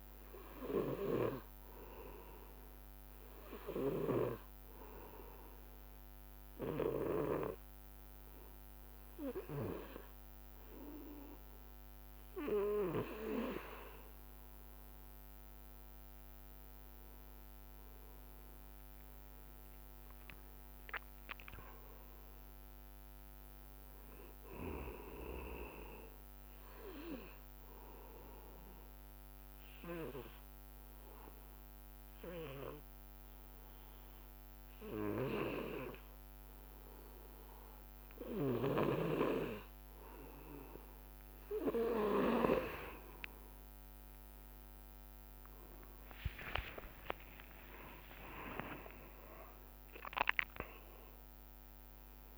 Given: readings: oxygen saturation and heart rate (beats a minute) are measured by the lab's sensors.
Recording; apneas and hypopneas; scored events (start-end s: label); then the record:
breathing in sleep by a microphone on the trachea; 2
4.00-14.50 s: obstructive apnea (oxygen 99% before, 92% lowest, heart rate 62 before, 61 extreme, up 5 after)
5.50-16.50 s: oxygen desaturation (device-marked, oxygen 99% before, 94% lowest, heart rate 62 before, 62 extreme)
16.50-20.00 s: arousal
28.50-43.00 s: obstructive apnea (oxygen 99% before, 92% lowest, heart rate 65 before, 59 extreme, up 39 after)
44.50-49.00 s: arousal
45.50-52.38 s: oxygen desaturation (device-marked, oxygen 98% before, 92% lowest, heart rate 64 before, 57 extreme)
47.50-49.50 s: long interval between heartbeats (device-marked, heart rate 64 before, 75 extreme)
From the record:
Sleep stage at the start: N2 (light sleep); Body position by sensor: on the back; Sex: male